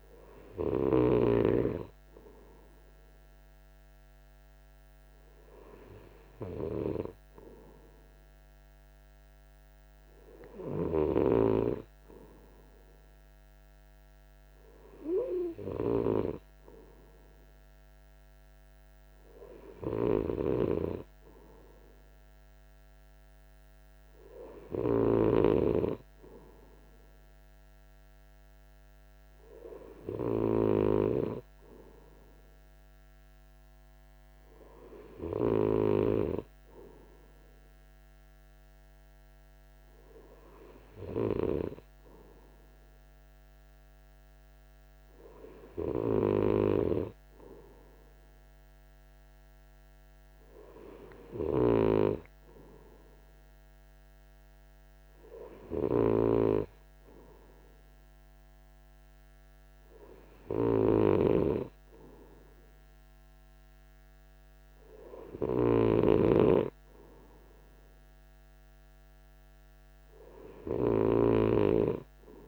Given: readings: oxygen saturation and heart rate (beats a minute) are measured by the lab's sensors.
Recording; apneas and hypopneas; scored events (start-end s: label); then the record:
breathing in sleep by a microphone on the trachea; none
none scored
From the record:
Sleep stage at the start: N3 (deep sleep); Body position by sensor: on the right side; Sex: male